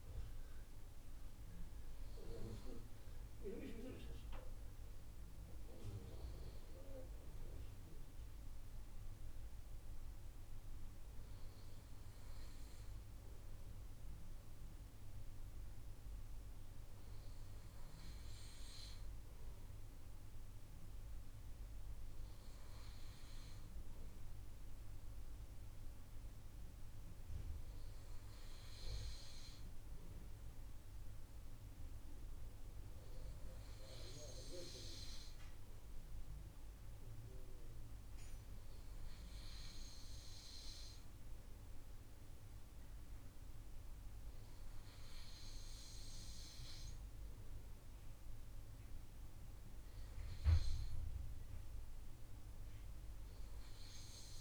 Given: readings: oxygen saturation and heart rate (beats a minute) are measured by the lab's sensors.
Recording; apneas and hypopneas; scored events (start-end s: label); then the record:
breathing in sleep by a room microphone; none
none scored
From the record:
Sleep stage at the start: N2 (light sleep); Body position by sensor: on the right side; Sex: male